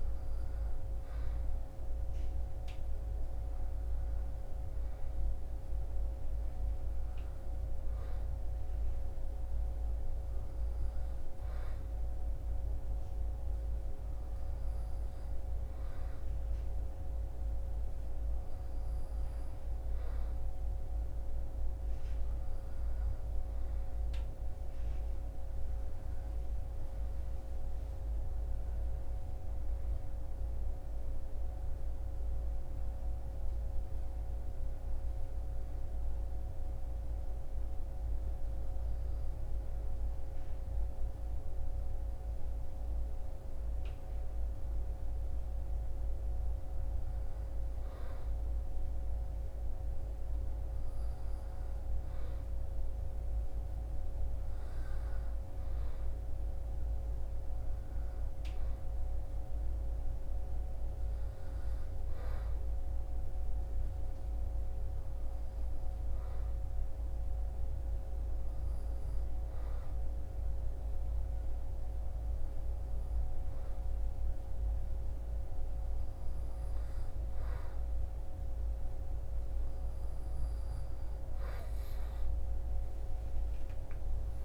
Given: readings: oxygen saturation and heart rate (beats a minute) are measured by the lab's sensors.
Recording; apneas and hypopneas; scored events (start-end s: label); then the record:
breathing in sleep, hard to hear, by a room microphone; 2
29.00-33.00 s: arousal
35.00-47.50 s: hypopnea (oxygen 97% before, 96% lowest, heart rate 66 before, 63 extreme, up 2 after)
50.00-53.00 s: arousal
63.50-79.00 s: hypopnea (oxygen 97% before, 95% lowest, heart rate 65 before, 62 extreme, up 7 after)
81.00-84.45 s: arousal
From the record:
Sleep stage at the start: N2 (light sleep); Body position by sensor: on the back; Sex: male